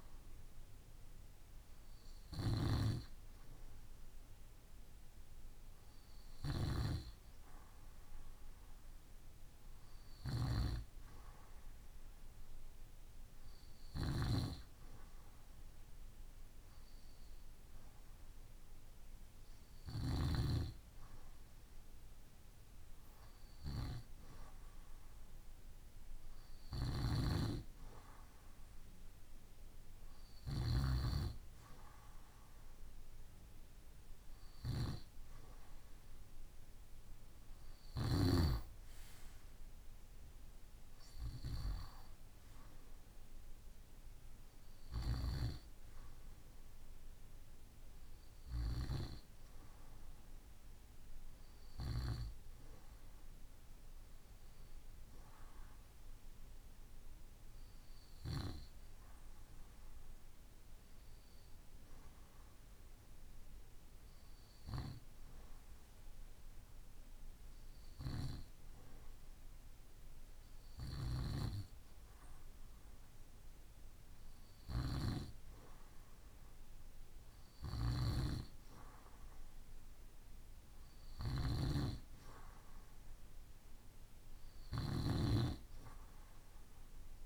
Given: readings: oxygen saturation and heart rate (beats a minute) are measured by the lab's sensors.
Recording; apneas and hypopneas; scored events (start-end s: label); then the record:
breathing in sleep by a room microphone; none
0.00-6.00 s: snoring (device-marked)
13.00-19.50 s: snoring (device-marked)
26.00-30.00 s: snoring (device-marked)
80.50-84.50 s: snoring (device-marked)
From the record:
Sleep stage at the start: REM sleep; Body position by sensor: on the right side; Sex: male